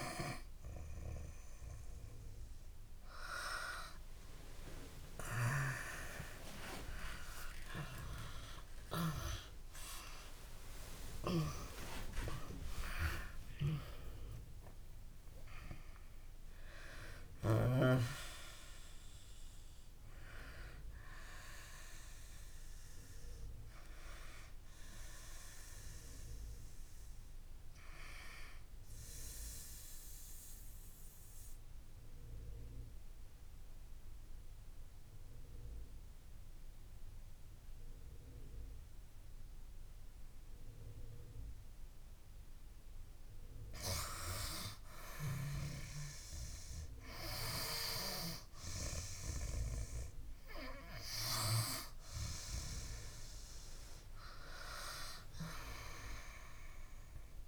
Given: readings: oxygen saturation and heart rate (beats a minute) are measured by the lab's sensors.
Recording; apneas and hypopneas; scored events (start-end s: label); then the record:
breathing in sleep by a room microphone; 1
0.00-24.00 s: oxygen desaturation (device-marked, oxygen 74% lowest)
7.50-11.50 s: arousal
29.00-43.00 s: obstructive apnea (oxygen 98% before, 90% lowest)
45.00-48.50 s: arousal
51.00-57.47 s: oxygen desaturation (device-marked, oxygen 98% before, 92% lowest)
From the record:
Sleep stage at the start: N2 (light sleep); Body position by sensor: on the back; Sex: female